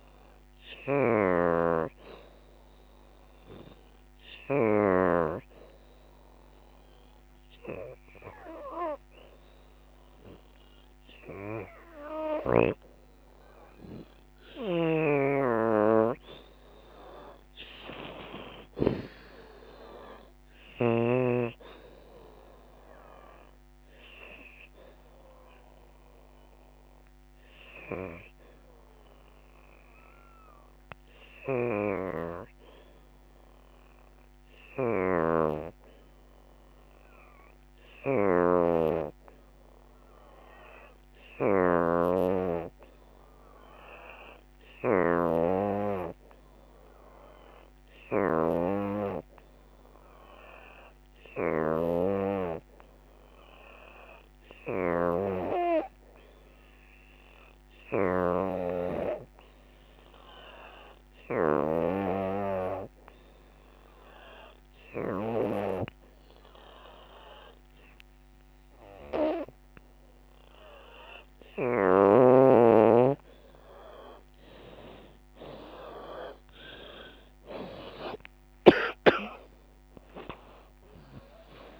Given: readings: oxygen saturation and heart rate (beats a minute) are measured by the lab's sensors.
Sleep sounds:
breathing in sleep by a microphone on the trachea; 2
0.00-1.00 s: arousal
0.00-7.00 s: oxygen desaturation (device-marked, oxygen 84% lowest, heart rate 66 extreme)
4.00-14.00 s: hypopnea (oxygen 87% before, 84% lowest, heart rate 77 before, 65 extreme, up 4 after)
15.50-18.50 s: arousal
22.00-35.00 s: oxygen desaturation (device-marked, oxygen 89% before, 84% lowest, heart rate 81 before, 65 extreme)
34.50-70.50 s: obstructive apnea (oxygen 89% before, 82% lowest, heart rate 75 before, 66 extreme, up 6 after)
41.00-74.00 s: oxygen desaturation (device-marked, oxygen 92% before, 84% lowest, heart rate 72 before, 66 extreme)
74.50-78.00 s: arousal
From the record:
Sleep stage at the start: N2 (light sleep); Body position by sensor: on the back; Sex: female

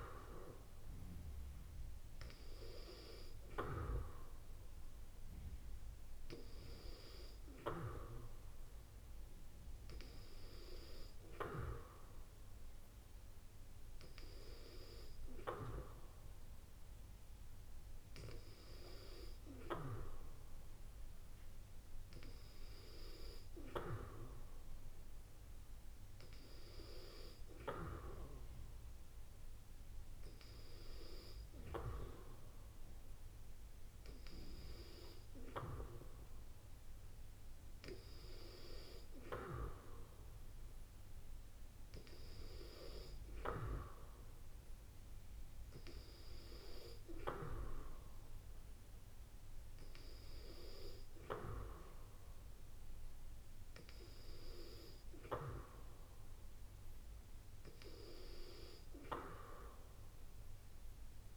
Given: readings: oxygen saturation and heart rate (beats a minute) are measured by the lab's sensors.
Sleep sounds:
breathing in sleep by a room microphone; none
none scored
From the record:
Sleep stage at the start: N2 (light sleep); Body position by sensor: on the back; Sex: female

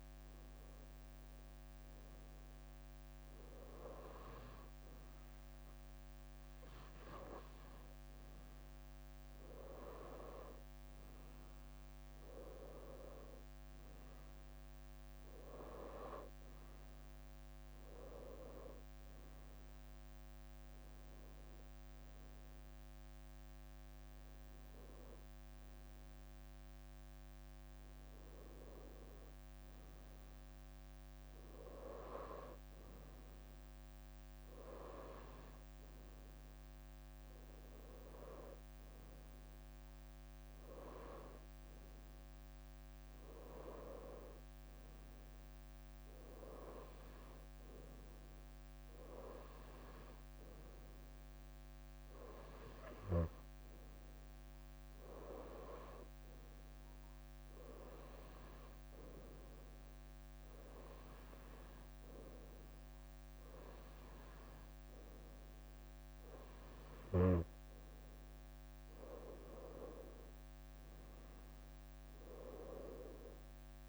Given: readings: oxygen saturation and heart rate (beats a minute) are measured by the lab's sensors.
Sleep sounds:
breathing in sleep by a microphone on the trachea; none
10.50-21.00 s: leg movement (device-marked)
21.00-23.50 s: leg movement (device-marked)
24.50-29.50 s: leg movement (device-marked)
37.50-39.50 s: leg movement (device-marked)
40.50-45.00 s: leg movement (device-marked)
46.00-51.00 s: leg movement (device-marked)
52.00-54.50 s: leg movement (device-marked)
55.00-56.50 s: leg movement (device-marked)
57.50-59.50 s: leg movement (device-marked)
60.50-62.50 s: leg movement (device-marked)
63.50-65.50 s: leg movement (device-marked)
From the record:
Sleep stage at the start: N2 (light sleep); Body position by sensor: on the right side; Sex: female

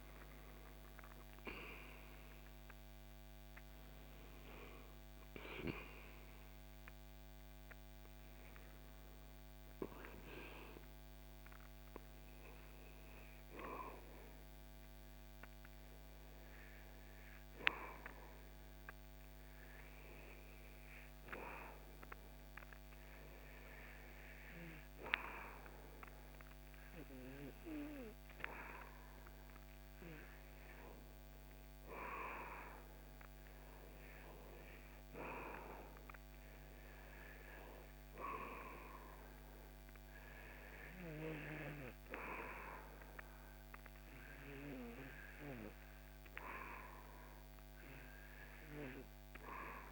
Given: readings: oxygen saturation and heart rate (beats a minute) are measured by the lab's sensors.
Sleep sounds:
breathing in sleep by a microphone on the trachea; 1
0.00-5.50 s: oxygen desaturation (device-marked, oxygen 90% lowest, heart rate 68 extreme)
9.00-29.00 s: hypopnea (oxygen 95% before, 91% lowest, heart rate 80 before, 74 extreme, up 4 after)
9.50-49.91 s: new sleep stage, REM sleep
31.00-34.50 s: arousal
32.50-47.50 s: oxygen desaturation (device-marked, oxygen 97% before, 92% lowest, heart rate 75 before, 78 extreme)
From the record:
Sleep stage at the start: N2 (light sleep); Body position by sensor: on the back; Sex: male

